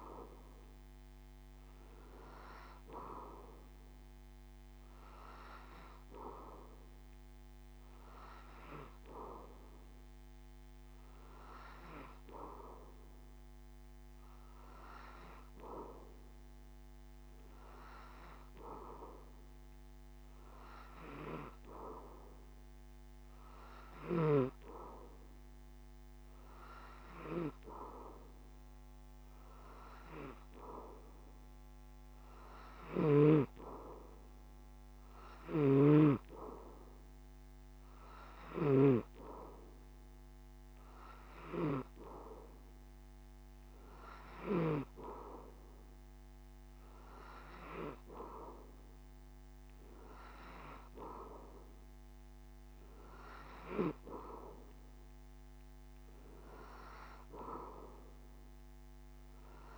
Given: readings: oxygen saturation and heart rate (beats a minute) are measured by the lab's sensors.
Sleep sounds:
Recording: breathing in sleep by a microphone on the trachea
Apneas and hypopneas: none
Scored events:
35.50-45.00 s: snoring (device-marked)
From the record:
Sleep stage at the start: N3 (deep sleep)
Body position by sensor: on the back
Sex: male

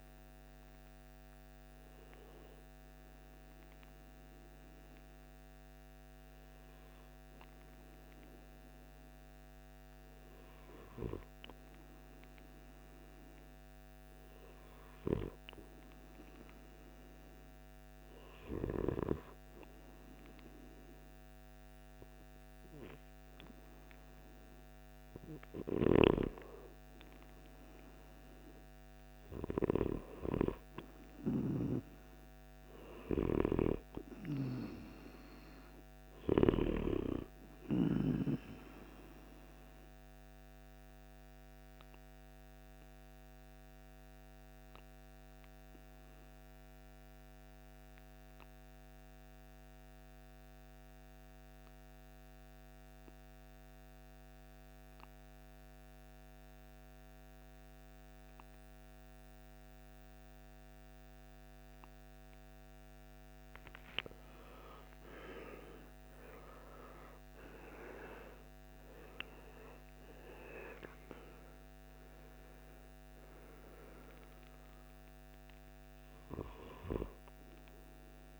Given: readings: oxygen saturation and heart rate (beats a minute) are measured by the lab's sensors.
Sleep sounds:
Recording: breathing in sleep by a microphone on the trachea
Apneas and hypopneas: 1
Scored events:
40.50-61.50 s: obstructive apnea (oxygen 97% before, 90% lowest, heart rate 65 before, 53 extreme, up 24 after)
63.50-66.50 s: arousal
66.50-78.40 s: oxygen desaturation (device-marked, oxygen 95% before, 90% lowest, heart rate 58 before, 55 extreme)
From the record:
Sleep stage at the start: N2 (light sleep)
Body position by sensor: on the right side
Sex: male

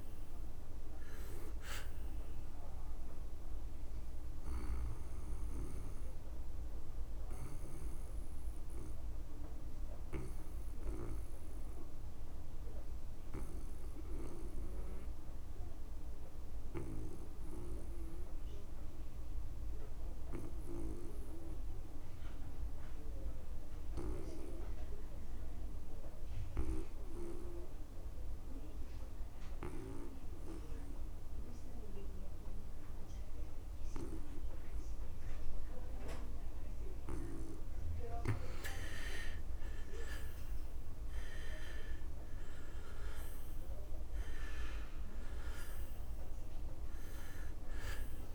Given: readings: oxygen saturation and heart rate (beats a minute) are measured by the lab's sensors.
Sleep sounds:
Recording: breathing in sleep by a room microphone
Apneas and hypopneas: 1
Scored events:
0.00-21.00 s: oxygen desaturation (device-marked, oxygen 78% lowest)
6.00-37.50 s: obstructive apnea (oxygen 99% before, 78% lowest)
30.00-48.35 s: oxygen desaturation (device-marked, oxygen 98% before, 80% lowest)
30.50-32.50 s: long interval between heartbeats (device-marked)
39.50-43.00 s: arousal
From the record:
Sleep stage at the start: N2 (light sleep)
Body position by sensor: on the back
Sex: male

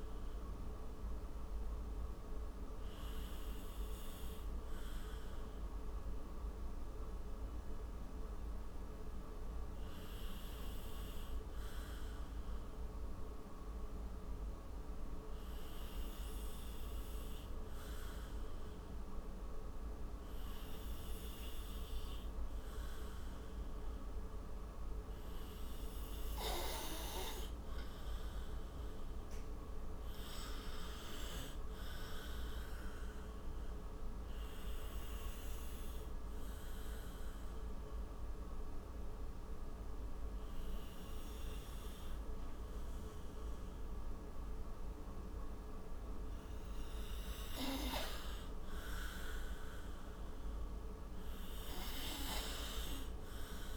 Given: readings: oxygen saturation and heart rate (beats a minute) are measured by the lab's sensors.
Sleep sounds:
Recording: breathing in sleep by a room microphone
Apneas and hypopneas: 2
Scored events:
1.00-25.50 s: obstructive apnea (oxygen 98% before, 93% lowest, heart rate 64 before, 52 extreme, up 16 after)
27.50-30.50 s: arousal
34.00-46.50 s: obstructive apnea (oxygen 97% before, 93% lowest, heart rate 62 before, 55 extreme, up 13 after)
From the record:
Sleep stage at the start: N2 (light sleep)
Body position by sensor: on the right side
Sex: male

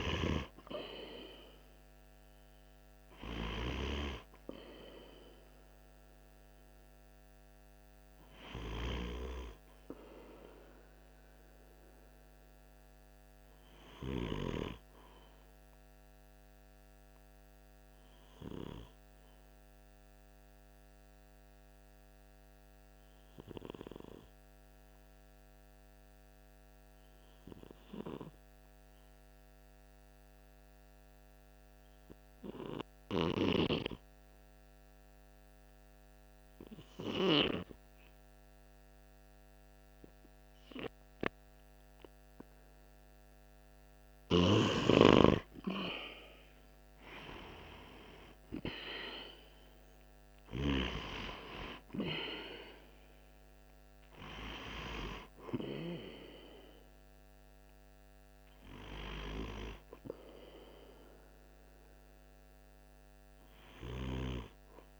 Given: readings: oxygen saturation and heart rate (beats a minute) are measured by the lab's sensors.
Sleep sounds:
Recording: breathing in sleep by a microphone on the trachea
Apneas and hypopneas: 1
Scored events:
0.00-26.50 s: oxygen desaturation (device-marked, oxygen 92% lowest, heart rate 45 extreme)
14.50-43.00 s: obstructive apnea (oxygen 97% before, 92% lowest, heart rate 46 before, 45 extreme, up 12 after)
44.50-49.50 s: arousal
50.50-65.00 s: oxygen desaturation (device-marked, oxygen 97% before, 92% lowest, heart rate 51 before, 44 extreme)
From the record:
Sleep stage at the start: N2 (light sleep)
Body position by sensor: on the right side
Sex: male

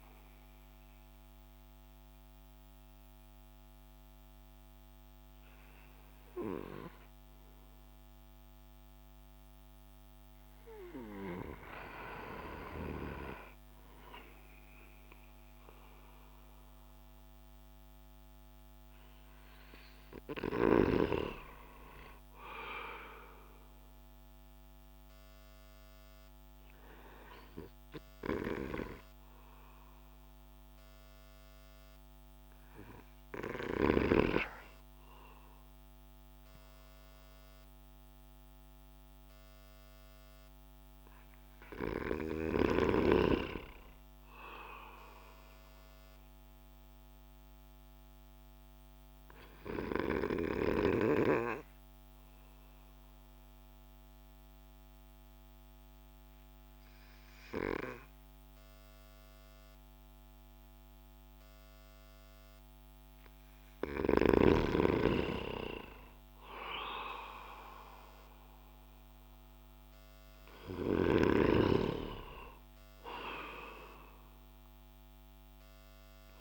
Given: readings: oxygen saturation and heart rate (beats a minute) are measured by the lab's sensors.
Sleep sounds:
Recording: breathing in sleep by a microphone on the trachea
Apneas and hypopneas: 1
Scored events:
42.50-63.50 s: obstructive apnea (oxygen 97% before, 94% lowest)
64.50-68.50 s: arousal
From the record:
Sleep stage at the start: N2 (light sleep)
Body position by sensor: on the back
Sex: male

